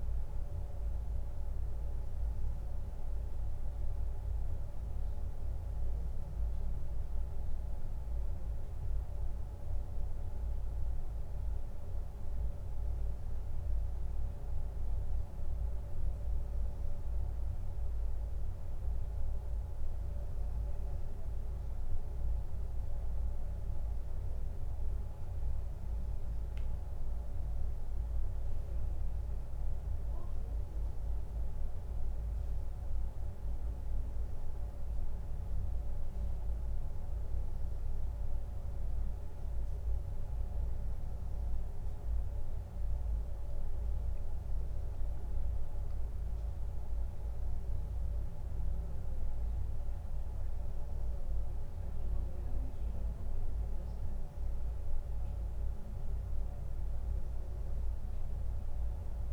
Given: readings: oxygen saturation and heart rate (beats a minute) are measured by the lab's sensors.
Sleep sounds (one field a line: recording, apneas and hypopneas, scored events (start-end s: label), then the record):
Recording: breathing in sleep, hard to hear, by a room microphone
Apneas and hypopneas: none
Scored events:
56.50-59.33 s: new sleep stage, N1 (lightest sleep)
From the record:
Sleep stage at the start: N2 (light sleep)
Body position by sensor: on the back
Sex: male